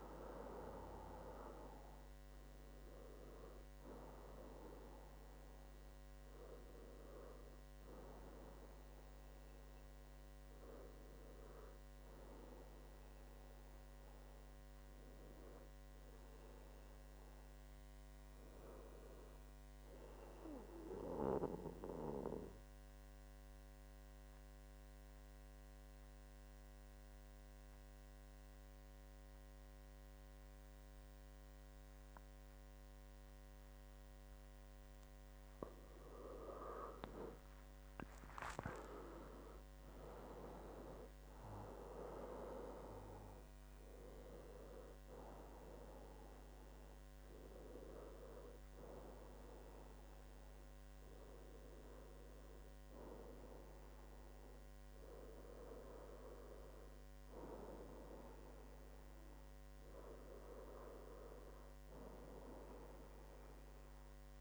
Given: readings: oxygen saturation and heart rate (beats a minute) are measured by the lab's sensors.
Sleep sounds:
breathing in sleep by a microphone on the trachea; 1
0.00-14.50 s: oxygen desaturation (device-marked, oxygen 89% lowest, heart rate 71 extreme)
21.50-37.00 s: obstructive apnea (oxygen 98% before, 90% lowest, heart rate 78 before, 71 extreme, up 14 after)
36.50-55.50 s: oxygen desaturation (device-marked, oxygen 97% before, 90% lowest, heart rate 74 before, 74 extreme)
38.50-42.00 s: arousal
From the record:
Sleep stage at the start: N2 (light sleep); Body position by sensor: on the back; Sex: male

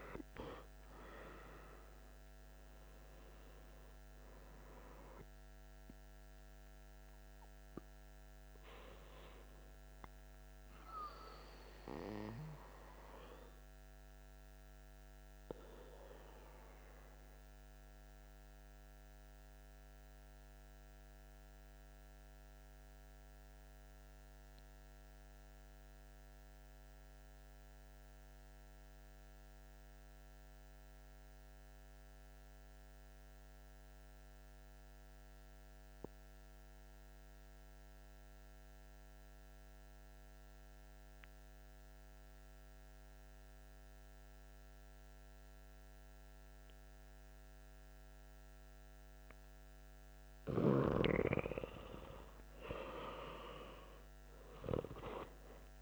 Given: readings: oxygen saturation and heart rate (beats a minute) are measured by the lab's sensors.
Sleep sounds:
breathing in sleep by a microphone on the trachea; 1
0.00-13.50 s: oxygen desaturation (device-marked, oxygen 88% lowest)
17.00-49.00 s: mixed apnea (oxygen 98% before, 92% lowest)
46.50-55.82 s: oxygen desaturation (device-marked, oxygen 98% before, 92% lowest)
51.00-55.82 s: arousal
From the record:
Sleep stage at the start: N2 (light sleep); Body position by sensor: on the back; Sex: male

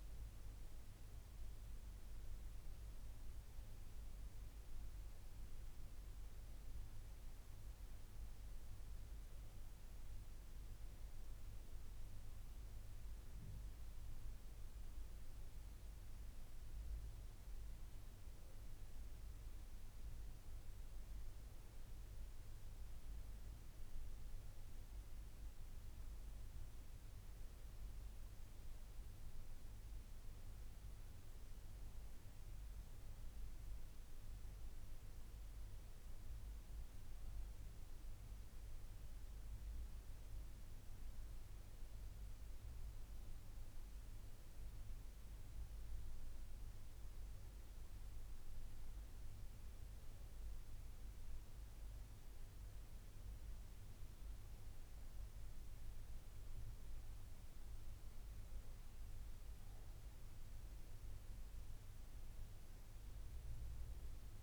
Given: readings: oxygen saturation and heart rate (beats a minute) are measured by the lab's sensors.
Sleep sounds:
breathing in sleep, hard to hear, by a room microphone; none
34.00-64.43 s: new sleep stage, N2 (light sleep)
From the record:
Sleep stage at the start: N1 (lightest sleep); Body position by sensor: on the back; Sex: female

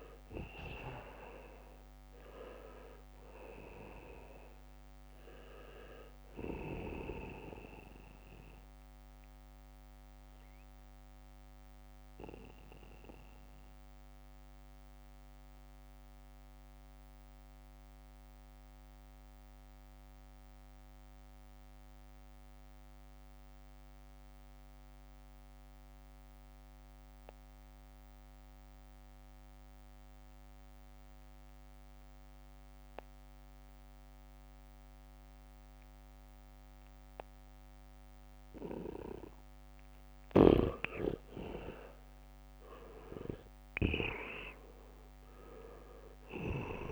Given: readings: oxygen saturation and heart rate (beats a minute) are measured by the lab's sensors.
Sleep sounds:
breathing in sleep by a microphone on the trachea; 1
0.00-23.50 s: oxygen desaturation (device-marked, oxygen 78% lowest, heart rate 64 extreme)
9.50-40.00 s: mixed apnea (oxygen 99% before, 78% lowest, heart rate 68 before, 65 extreme, up 3 after)
30.50-34.00 s: leg movement (device-marked)
35.50-46.92 s: oxygen desaturation (device-marked, oxygen 99% before, 79% lowest, heart rate 71 before, 65 extreme)
43.50-46.92 s: arousal
From the record:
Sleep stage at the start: N2 (light sleep); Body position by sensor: on the back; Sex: male

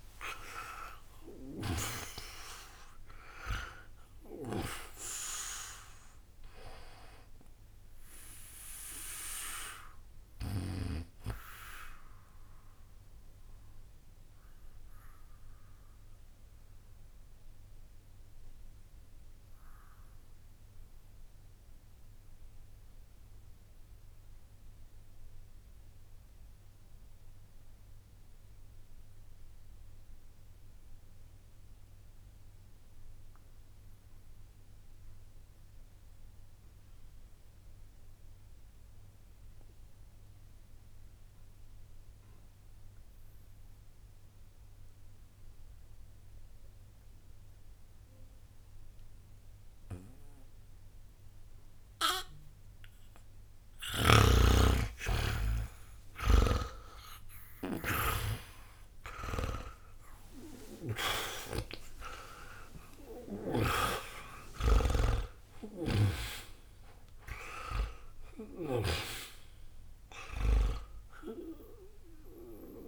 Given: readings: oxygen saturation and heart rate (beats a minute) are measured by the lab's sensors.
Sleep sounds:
breathing in sleep by a room microphone; 1
0.00-31.00 s: oxygen desaturation (device-marked, oxygen 75% lowest, heart rate 60 extreme)
12.50-53.00 s: obstructive apnea (oxygen 93% before, 74% lowest, heart rate 101 before, 60 extreme, up 50 after)
52.00-72.88 s: oxygen desaturation (device-marked, oxygen 99% before, 74% lowest, heart rate 60 before, 60 extreme)
53.50-63.50 s: snoring (device-marked)
56.50-61.00 s: arousal
From the record:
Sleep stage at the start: N2 (light sleep); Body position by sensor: on the back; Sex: male

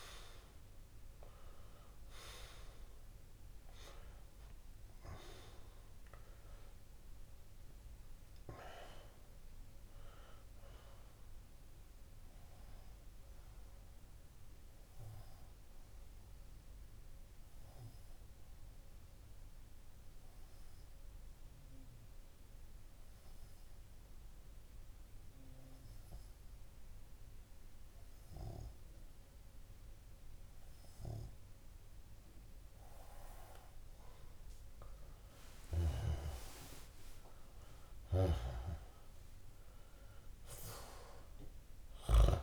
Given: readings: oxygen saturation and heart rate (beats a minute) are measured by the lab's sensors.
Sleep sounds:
breathing in sleep by a room microphone; 1
4.50-7.00 s: arousal
9.00-31.50 s: obstructive apnea (oxygen 96% before, 95% lowest)
From the record:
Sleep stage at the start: N2 (light sleep); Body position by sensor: on the left side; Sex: male

